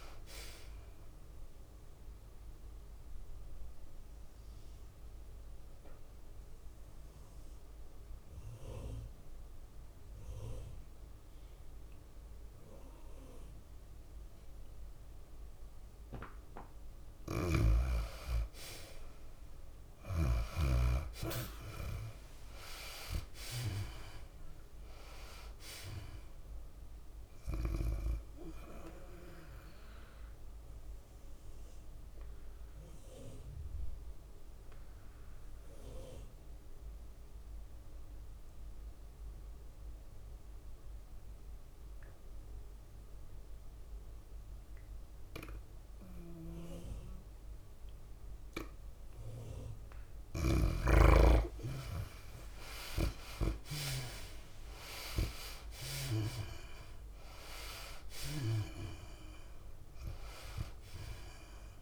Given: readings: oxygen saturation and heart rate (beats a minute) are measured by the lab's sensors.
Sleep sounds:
breathing in sleep by a room microphone; 2
0.00-9.00 s: drop in pulse transit time (device-marked, heart rate 100 extreme)
0.00-9.00 s: tachycardia (device-marked, heart rate 107 extreme)
0.00-14.00 s: oxygen desaturation (device-marked, oxygen 72% lowest, heart rate 94 extreme)
3.00-17.50 s: mixed apnea (oxygen 98% before, 72% lowest, heart rate 99 before, 97 extreme, up 4 after)
16.00-41.00 s: oxygen desaturation (device-marked, oxygen 98% before, 82% lowest, heart rate 104 before, 92 extreme)
18.00-21.50 s: snoring (device-marked)
20.00-34.00 s: tachycardia (device-marked, heart rate 101 before, 105 extreme)
21.50-25.50 s: arousal
32.00-50.00 s: obstructive apnea (oxygen 98% before, 75% lowest, heart rate 101 before, 92 extreme, up 8 after)
50.50-52.50 s: long interval between heartbeats (device-marked, heart rate 98 before, 94 extreme)
52.00-55.50 s: arousal
53.00-61.82 s: oxygen desaturation (device-marked, oxygen 95% before, 78% lowest, heart rate 97 before, 93 extreme)
55.00-61.82 s: tachycardia (device-marked, heart rate 100 before, 106 extreme)
56.00-61.82 s: drop in pulse transit time (device-marked, heart rate 96 before, 98 extreme)
From the record:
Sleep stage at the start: N2 (light sleep); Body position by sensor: on the back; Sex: female

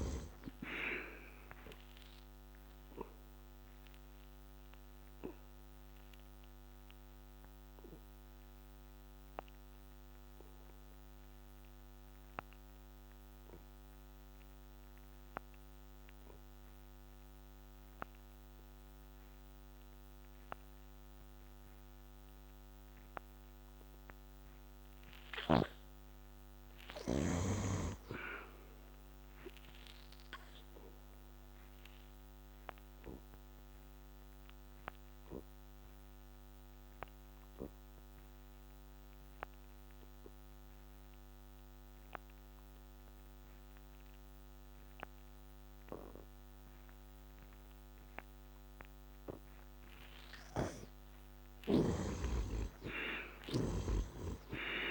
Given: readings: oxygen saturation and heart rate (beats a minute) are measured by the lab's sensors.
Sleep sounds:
breathing in sleep by a microphone on the trachea; 2
0.00-16.00 s: oxygen desaturation (device-marked, oxygen 61% lowest, heart rate 66 extreme)
1.00-23.50 s: obstructive apnea (oxygen 96% before, 61% lowest, heart rate 74 before, 66 extreme, up 12 after)
25.00-28.50 s: arousal
29.00-49.00 s: oxygen desaturation (device-marked, oxygen 91% before, 65% lowest, heart rate 68 before, 70 extreme)
31.50-50.00 s: obstructive apnea (oxygen 95% before, 60% lowest, heart rate 69 before, 69 extreme, up 16 after)
50.00-53.50 s: snoring (device-marked)
51.00-54.00 s: arousal
From the record:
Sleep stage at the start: N2 (light sleep); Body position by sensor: on the back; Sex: male

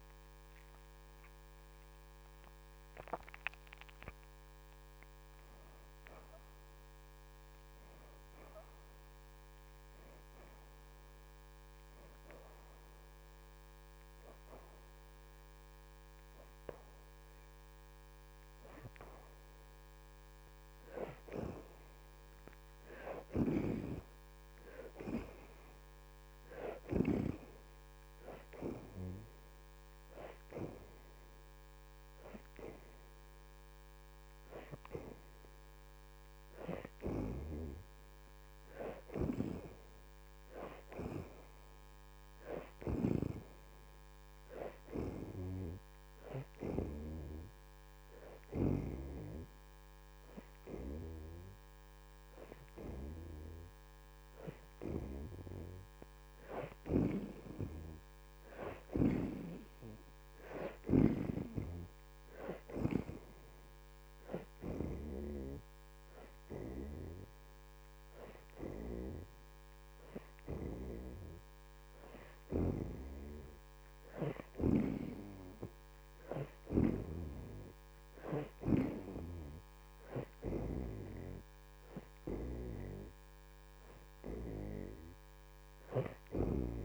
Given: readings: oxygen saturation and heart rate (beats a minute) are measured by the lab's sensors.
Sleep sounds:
breathing in sleep by a microphone on the trachea; none
6.50-20.50 s: oxygen desaturation (device-marked, oxygen 69% before, 61% lowest, heart rate 89 before, 80 extreme)
31.50-48.50 s: oxygen desaturation (device-marked, oxygen 76% before, 60% lowest, heart rate 82 before, 82 extreme)
50.50-59.50 s: oxygen desaturation (device-marked, oxygen 69% before, 63% lowest, heart rate 84 before, 84 extreme)
64.50-80.50 s: oxygen desaturation (device-marked, oxygen 68% before, 60% lowest, heart rate 85 before, 85 extreme)
82.50-86.85 s: oxygen desaturation (device-marked, oxygen 69% before, 60% lowest, heart rate 86 before, 85 extreme)
From the record:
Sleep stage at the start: N2 (light sleep); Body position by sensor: on the back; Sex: female

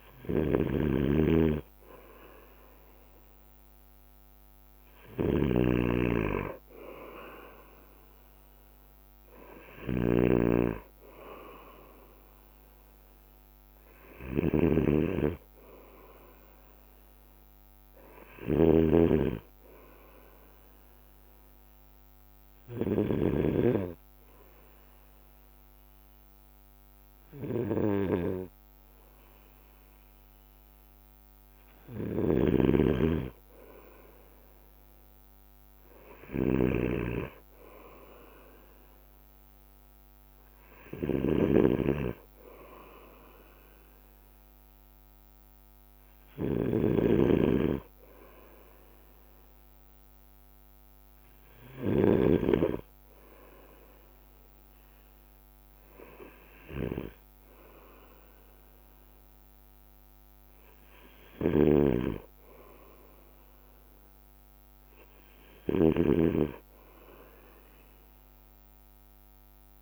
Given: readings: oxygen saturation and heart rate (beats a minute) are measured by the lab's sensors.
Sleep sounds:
breathing in sleep by a microphone on the trachea; none
0.00-2.50 s: bradycardia (device-marked, heart rate 55 extreme)
0.00-52.50 s: snoring (device-marked)
8.50-33.50 s: bradycardia (device-marked, heart rate 57 before, 56 extreme)
36.50-69.82 s: bradycardia (device-marked, heart rate 57 before, 55 extreme)
55.50-65.50 s: drop in pulse transit time (device-marked, heart rate 57 before, 57 extreme)
61.50-69.82 s: snoring (device-marked)
From the record:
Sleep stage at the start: N2 (light sleep); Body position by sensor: on the right side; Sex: male

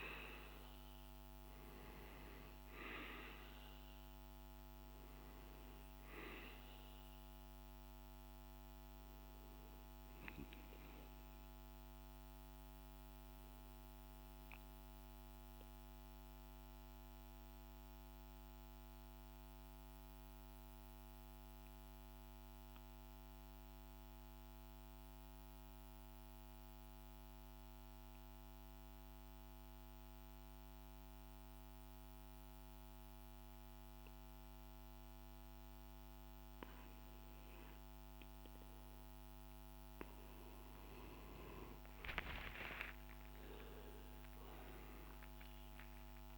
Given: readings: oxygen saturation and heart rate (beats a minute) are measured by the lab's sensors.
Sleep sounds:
breathing in sleep by a microphone on the trachea; 1
0.00-18.00 s: oxygen desaturation (device-marked, oxygen 90% lowest, heart rate 52 extreme)
15.50-39.00 s: mixed apnea (oxygen 94% before, 92% lowest, heart rate 57 before, 50 extreme, up 4 after)
40.00-46.38 s: oxygen desaturation (device-marked, oxygen 99% before, 92% lowest, heart rate 53 before, 49 extreme)
40.50-44.50 s: arousal
From the record:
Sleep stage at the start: REM sleep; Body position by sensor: on the back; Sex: male

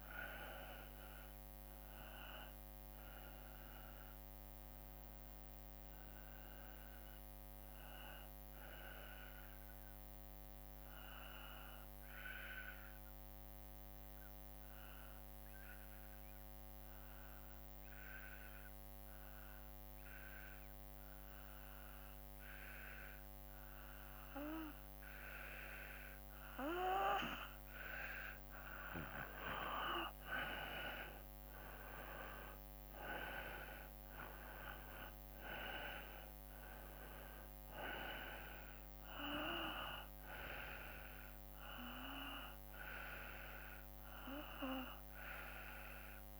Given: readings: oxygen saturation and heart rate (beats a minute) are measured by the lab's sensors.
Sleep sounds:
breathing in sleep by a microphone on the trachea; 1
12.00-25.50 s: obstructive apnea (oxygen 95% before, 89% lowest, heart rate 55 before, 52 extreme, up 6 after)
27.50-46.40 s: oxygen desaturation (device-marked, oxygen 95% before, 89% lowest, heart rate 53 before, 52 extreme)
28.00-32.50 s: arousal
From the record:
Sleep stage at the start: N2 (light sleep); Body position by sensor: on the back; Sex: male

